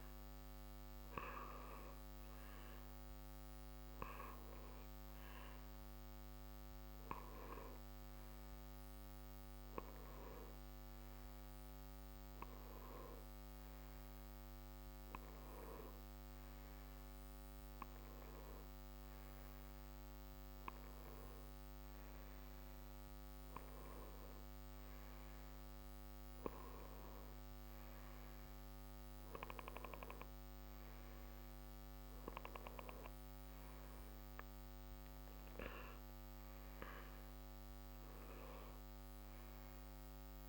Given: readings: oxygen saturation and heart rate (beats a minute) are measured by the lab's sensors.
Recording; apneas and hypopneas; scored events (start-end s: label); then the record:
breathing in sleep by a microphone on the trachea; none
none scored
From the record:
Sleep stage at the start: N1 (lightest sleep); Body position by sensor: on the right side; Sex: male